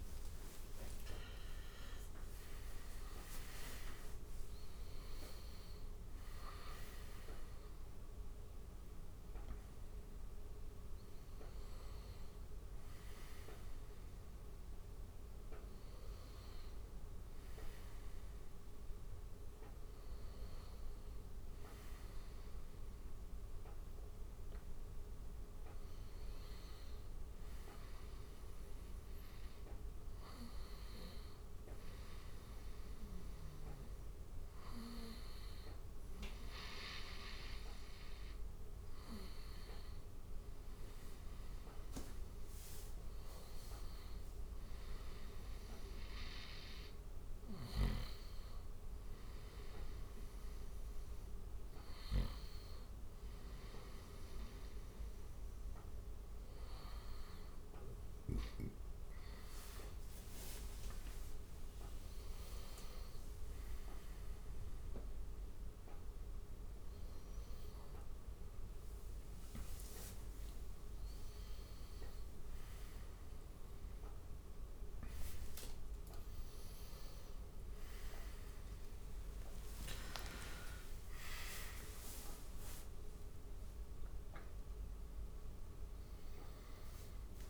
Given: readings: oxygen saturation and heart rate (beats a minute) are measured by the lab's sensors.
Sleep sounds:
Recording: a person partly awake in a sleep study, by a room microphone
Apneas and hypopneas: none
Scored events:
0.00-9.00 s: oxygen desaturation (device-marked, oxygen 87% lowest, heart rate 86 extreme)
13.00-43.00 s: new sleep stage, N1 (lightest sleep)
43.00-87.50 s: new sleep stage, N2 (light sleep)
79.00-84.50 s: arousal
From the record:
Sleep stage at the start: awake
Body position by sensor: on the right side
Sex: male

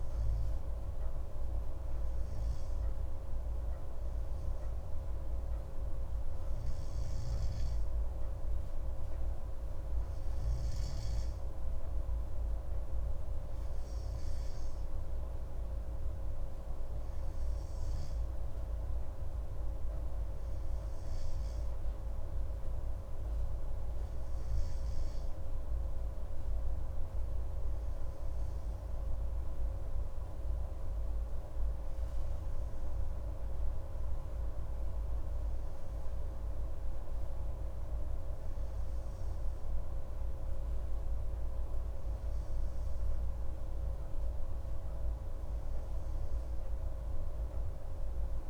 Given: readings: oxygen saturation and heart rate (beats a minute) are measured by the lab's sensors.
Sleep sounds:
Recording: breathing in sleep, hard to hear, by a room microphone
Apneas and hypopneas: none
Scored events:
none scored
From the record:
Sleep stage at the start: N2 (light sleep)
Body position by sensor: on the right side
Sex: male

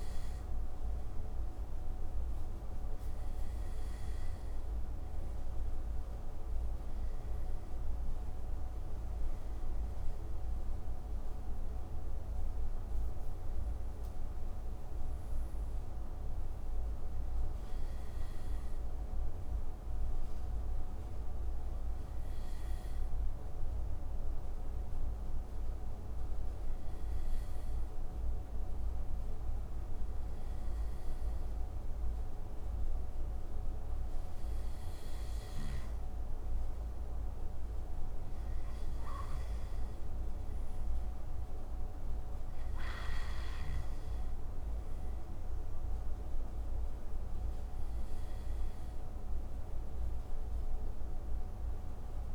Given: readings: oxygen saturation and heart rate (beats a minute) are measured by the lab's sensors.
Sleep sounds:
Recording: breathing in sleep, hard to hear, by a room microphone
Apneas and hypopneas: 1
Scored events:
21.00-32.00 s: hypopnea (oxygen 94% before, 93% lowest)
35.50-39.00 s: arousal
From the record:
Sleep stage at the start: N2 (light sleep)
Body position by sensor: on the right side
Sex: male

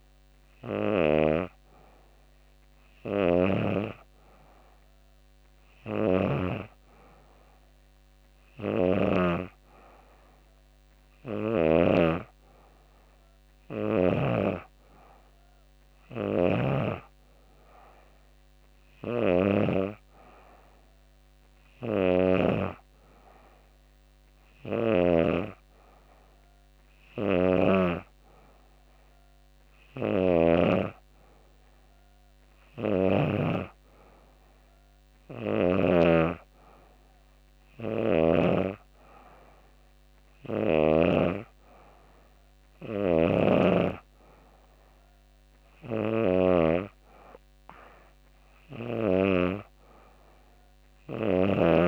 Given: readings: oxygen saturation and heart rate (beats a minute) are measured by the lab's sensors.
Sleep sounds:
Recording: breathing in sleep by a microphone on the trachea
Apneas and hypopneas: none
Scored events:
15.50-21.50 s: snoring (device-marked)
29.00-32.50 s: snoring (device-marked)
37.00-43.00 s: snoring (device-marked)
From the record:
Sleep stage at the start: N2 (light sleep)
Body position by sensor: on the back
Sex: female

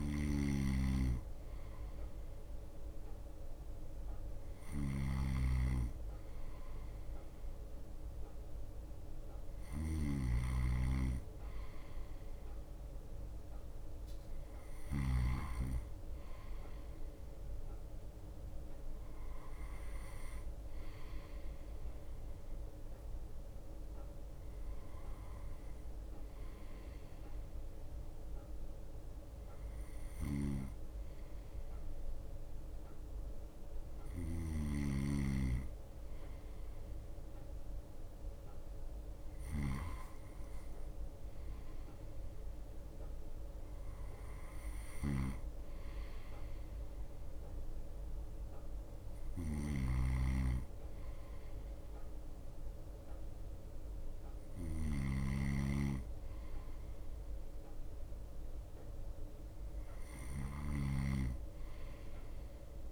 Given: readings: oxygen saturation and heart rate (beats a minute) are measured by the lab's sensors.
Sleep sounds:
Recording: breathing in sleep by a room microphone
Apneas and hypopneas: none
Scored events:
0.00-8.00 s: bradycardia (device-marked, heart rate 47 extreme)
0.00-15.50 s: snoring (device-marked)
13.00-62.92 s: bradycardia (device-marked)
13.50-15.50 s: long interval between heartbeats (device-marked, heart rate 56 before, 64 extreme)
18.50-20.50 s: long interval between heartbeats (device-marked, heart rate 56 before, 53 extreme)
24.50-26.50 s: long interval between heartbeats (device-marked, heart rate 56 before, 56 extreme)
29.50-31.50 s: long interval between heartbeats (device-marked, heart rate 55 before, 35 extreme)
30.50-62.92 s: snoring (device-marked)
35.50-37.50 s: long interval between heartbeats (device-marked, heart rate 47 before, 34 extreme)
37.00 s: drop in pulse transit time (device-marked)
40.00-42.00 s: long interval between heartbeats (device-marked, heart rate 41 before, 46 extreme)
41.00-53.00 s: drop in pulse transit time (device-marked, heart rate 41 before, 26 extreme)
43.50-45.50 s: long interval between heartbeats (device-marked, heart rate 41 before, 54 extreme)
48.50-50.50 s: long interval between heartbeats (device-marked, heart rate 40 before, 36 extreme)
55.50-57.50 s: long interval between heartbeats (device-marked, heart rate 41 before, 50 extreme)
58.50-60.50 s: long interval between heartbeats (device-marked, heart rate 44 before, 50 extreme)
From the record:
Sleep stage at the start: N2 (light sleep)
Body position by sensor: on the right side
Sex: male

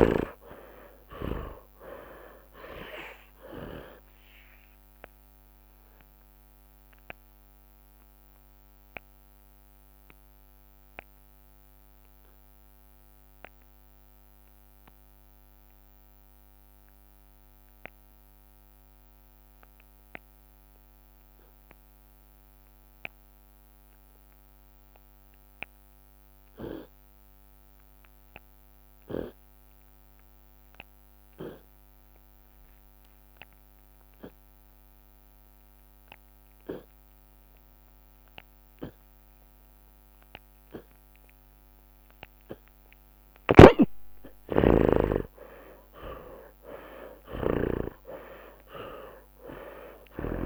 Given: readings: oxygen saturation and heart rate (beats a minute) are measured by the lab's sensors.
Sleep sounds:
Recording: breathing in sleep by a microphone on the trachea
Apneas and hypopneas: 1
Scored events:
0.00-2.00 s: arousal
0.00-2.00 s: long interval between heartbeats (device-marked, heart rate 71 before, 95 extreme)
5.00-7.00 s: long interval between heartbeats (device-marked, heart rate 69 before, 57 extreme)
6.00-43.00 s: obstructive apnea (oxygen 98% before, 79% lowest)
8.00-10.00 s: long interval between heartbeats (device-marked, heart rate 71 before, 63 extreme)
10.00-12.00 s: long interval between heartbeats (device-marked, heart rate 72 before, 63 extreme)
12.00-14.00 s: long interval between heartbeats (device-marked, heart rate 72 before, 59 extreme)
14.50-27.50 s: drop in pulse transit time (device-marked, heart rate 72 before, 32 extreme)
16.50-18.50 s: long interval between heartbeats (device-marked, heart rate 70 before, 45 extreme)
23.50-40.50 s: oxygen desaturation (device-marked, oxygen 95% before, 79% lowest, heart rate 50 before, 42 extreme)
24.00-26.00 s: long interval between heartbeats (device-marked, heart rate 50 before, 32 extreme)
26.50-28.50 s: long interval between heartbeats (device-marked, heart rate 47 before, 40 extreme)
29.00-31.00 s: long interval between heartbeats (device-marked, heart rate 45 before, 42 extreme)
31.50-33.50 s: long interval between heartbeats (device-marked, heart rate 42 before, 48 extreme)
34.00-36.00 s: long interval between heartbeats (device-marked, heart rate 41 before, 48 extreme)
37.00-39.00 s: long interval between heartbeats (device-marked, heart rate 41 before, 48 extreme)
39.00-41.00 s: long interval between heartbeats (device-marked, heart rate 41 before, 57 extreme)
41.00-43.00 s: long interval between heartbeats (device-marked, heart rate 43 before, 68 extreme)
43.50-48.00 s: snoring (device-marked)
44.50-49.00 s: arousal
45.00-47.00 s: long interval between heartbeats (device-marked, heart rate 51 before, 84 extreme)
47.50-49.50 s: long interval between heartbeats (device-marked, heart rate 59 before, 79 extreme)
From the record:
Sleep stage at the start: N2 (light sleep)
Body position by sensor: on the left side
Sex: male

